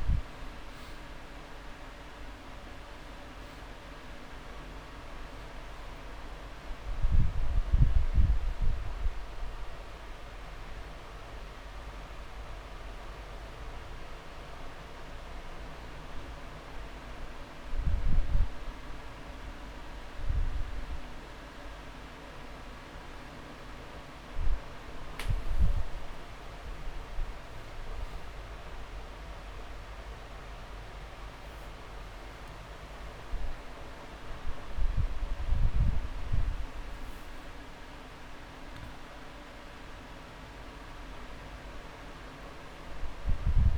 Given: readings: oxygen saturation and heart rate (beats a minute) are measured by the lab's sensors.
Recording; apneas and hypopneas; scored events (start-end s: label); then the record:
breathing in sleep, hard to hear, by a room microphone; none
0.00-27.00 s: oxygen desaturation (device-marked, oxygen 88% lowest)
From the record:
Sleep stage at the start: N2 (light sleep); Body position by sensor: on the back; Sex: male